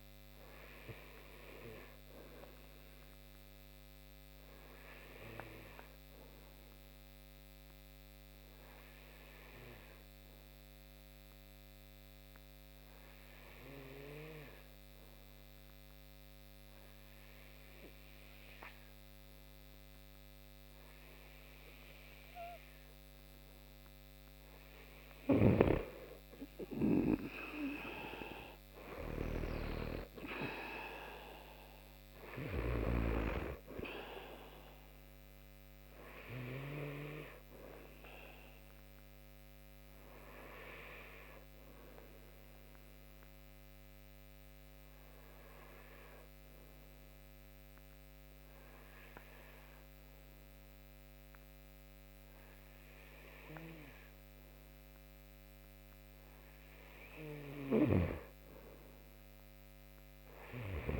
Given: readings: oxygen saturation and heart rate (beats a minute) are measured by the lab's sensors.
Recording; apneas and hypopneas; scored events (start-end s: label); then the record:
breathing in sleep by a microphone on the trachea; 2
0.00-12.50 s: oxygen desaturation (device-marked, oxygen 90% lowest)
1.00-23.00 s: obstructive apnea (oxygen 97% before, 88% lowest)
24.50-32.00 s: snoring (device-marked)
25.50-28.50 s: arousal
26.50-51.50 s: oxygen desaturation (device-marked, oxygen 95% before, 88% lowest)
36.50-53.50 s: hypopnea (oxygen 95% before, 88% lowest)
57.00-61.00 s: snoring (device-marked)
58.00-61.00 s: arousal
From the record:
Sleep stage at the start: N2 (light sleep); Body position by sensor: on the right side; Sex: male